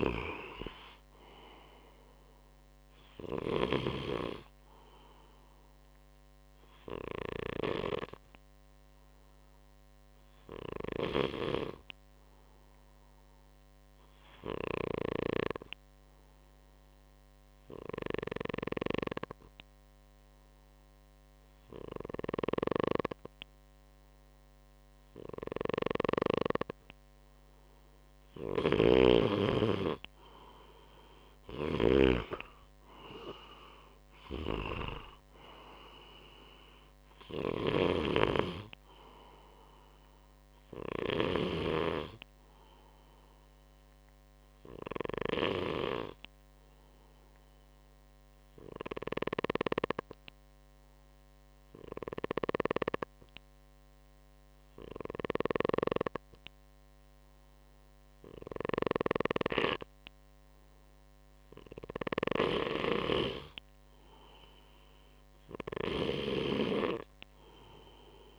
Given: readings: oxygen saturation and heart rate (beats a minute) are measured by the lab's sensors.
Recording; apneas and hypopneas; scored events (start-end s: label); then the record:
breathing in sleep by a microphone on the trachea; 2
7.00-25.50 s: obstructive apnea (oxygen 97% before, 94% lowest, heart rate 64 before, 62 extreme, up 5 after)
25.00-41.00 s: snoring (device-marked)
29.00-32.00 s: arousal
44.00-61.00 s: obstructive apnea (oxygen 98% before, 94% lowest, heart rate 65 before, 61 extreme, up 10 after)
62.50-65.00 s: arousal
63.50-68.39 s: oxygen desaturation (device-marked, oxygen 97% before, 94% lowest, heart rate 62 before, 61 extreme)
From the record:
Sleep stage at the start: N2 (light sleep); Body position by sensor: on the right side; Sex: male